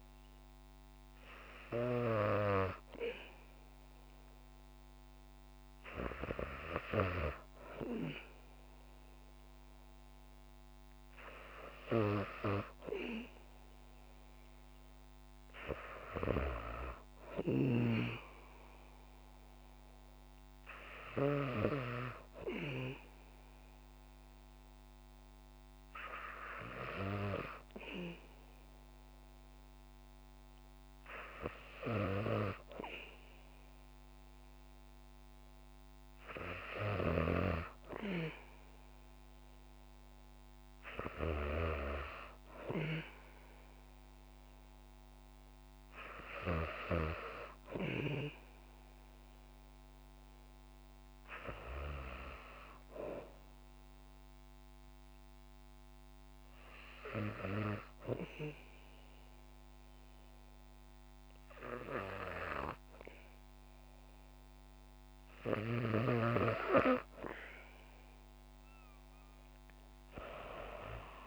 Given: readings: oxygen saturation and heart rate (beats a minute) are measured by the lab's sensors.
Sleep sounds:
breathing in sleep by a microphone on the trachea; 1
54.50-64.50 s: hypopnea (oxygen 96% before, 94% lowest, heart rate 61 before, 55 extreme, up 3 after)
66.50-70.50 s: arousal
From the record:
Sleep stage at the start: N2 (light sleep); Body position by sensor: on the back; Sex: female

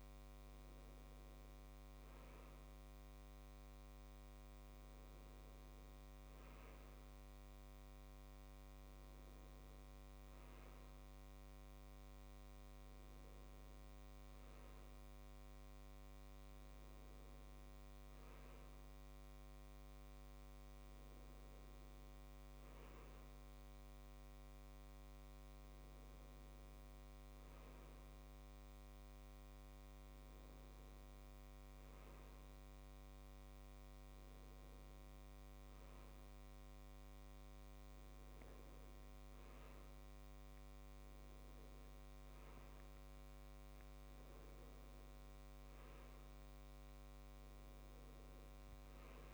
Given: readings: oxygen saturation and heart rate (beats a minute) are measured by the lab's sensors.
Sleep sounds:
breathing in sleep, hard to hear, by a microphone on the trachea; none
none scored
From the record:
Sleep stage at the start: N1 (lightest sleep); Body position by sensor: on the right side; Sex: male

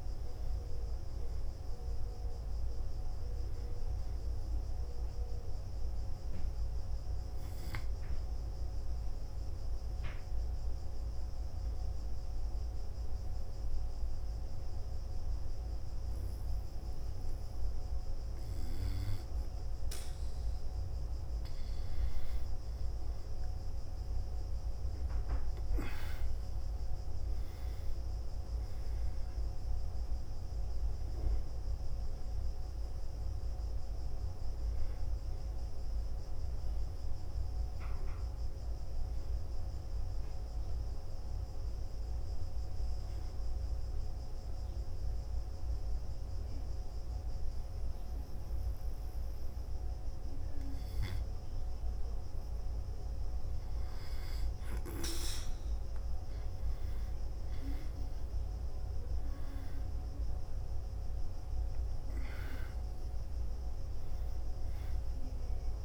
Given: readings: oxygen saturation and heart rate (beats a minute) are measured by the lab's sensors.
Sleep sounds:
breathing in sleep, hard to hear, by a room microphone; 2
6.50-21.00 s: obstructive apnea (oxygen 97% before, 93% lowest, heart rate 63 before, 59 extreme, up 2 after)
22.50-26.50 s: arousal
31.50-52.50 s: oxygen desaturation (device-marked, oxygen 97% before, 93% lowest, heart rate 60 before, 57 extreme)
39.00-54.00 s: hypopnea (oxygen 97% before, 93% lowest, heart rate 61 before, 57 extreme)
56.50-60.50 s: arousal
From the record:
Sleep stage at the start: N2 (light sleep); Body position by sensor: on the back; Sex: male

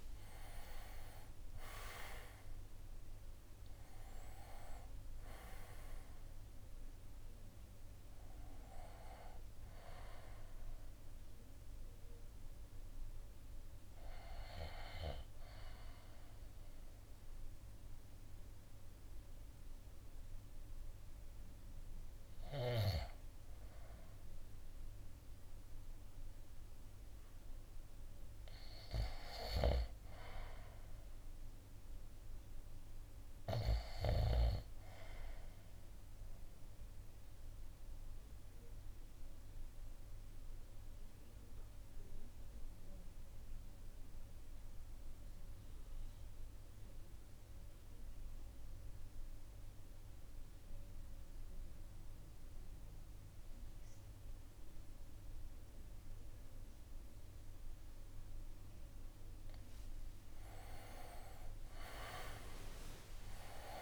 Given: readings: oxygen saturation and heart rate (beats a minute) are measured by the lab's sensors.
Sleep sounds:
breathing in sleep by a room microphone; 1
0.00-13.00 s: drop in pulse transit time (device-marked, heart rate 57 extreme)
0.00-28.00 s: oxygen desaturation (device-marked, oxygen 88% lowest, heart rate 55 extreme)
31.00-34.50 s: arousal
35.00-59.00 s: obstructive apnea (oxygen 99% before, 86% lowest, heart rate 59 before, 52 extreme, up 17 after)
59.00-63.82 s: oxygen desaturation (device-marked, oxygen 96% before, 86% lowest, heart rate 55 before, 56 extreme)
60.50-63.82 s: arousal
From the record:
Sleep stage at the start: REM sleep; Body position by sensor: on the right side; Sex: male

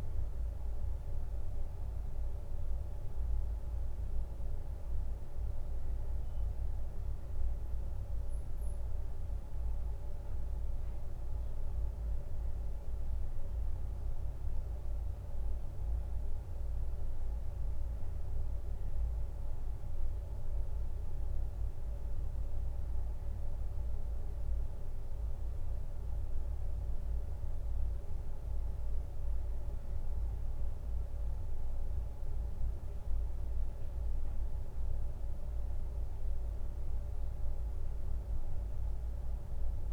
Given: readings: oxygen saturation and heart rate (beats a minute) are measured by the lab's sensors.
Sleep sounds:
a person awake in a sleep study, hard to hear, by a room microphone; none
none scored
From the record:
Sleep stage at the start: awake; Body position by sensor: on the left side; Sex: male

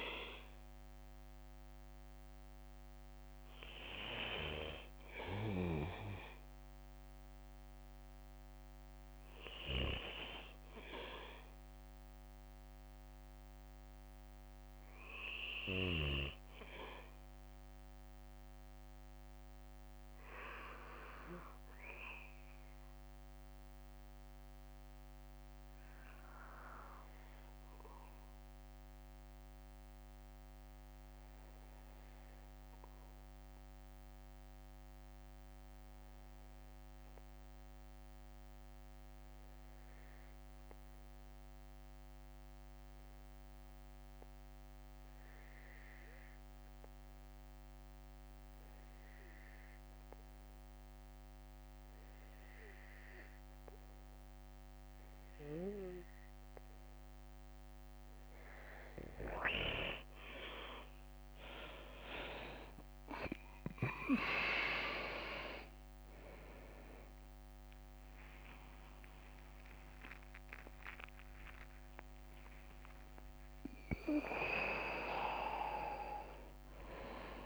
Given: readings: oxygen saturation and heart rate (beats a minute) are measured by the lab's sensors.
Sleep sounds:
breathing in sleep by a microphone on the trachea; 1
0.00-14.00 s: drop in pulse transit time (device-marked, heart rate 50 extreme)
0.00-61.00 s: bradycardia (device-marked, heart rate 57 before, 42 extreme)
22.00-56.50 s: obstructive apnea (oxygen 96% before, 94% lowest, heart rate 59 before, 42 extreme, up 19 after)
36.00-47.00 s: drop in pulse transit time (device-marked, heart rate 55 before, 50 extreme)
64.00 s: drop in pulse transit time (device-marked)
67.00-77.46 s: drop in pulse transit time (device-marked, heart rate 50 before, 71 extreme)
68.00-77.46 s: new sleep stage, awake
From the record:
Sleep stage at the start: N2 (light sleep); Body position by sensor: on the back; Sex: male

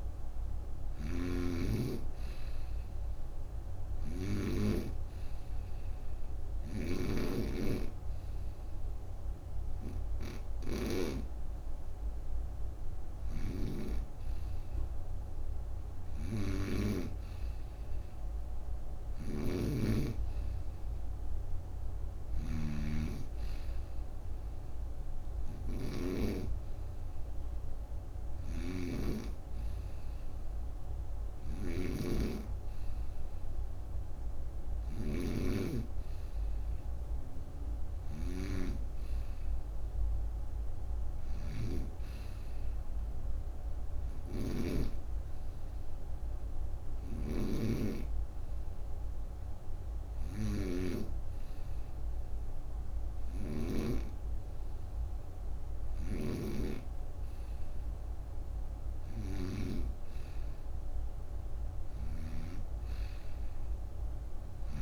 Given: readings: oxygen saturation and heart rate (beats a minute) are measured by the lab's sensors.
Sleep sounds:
breathing in sleep by a room microphone; 1
0.00-4.00 s: snoring (device-marked)
15.50-53.50 s: snoring (device-marked)
42.50-55.50 s: hypopnea (oxygen 95% before, 93% lowest)
55.50-59.50 s: snoring (device-marked)
From the record:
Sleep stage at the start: N2 (light sleep); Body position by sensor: on the right side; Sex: female

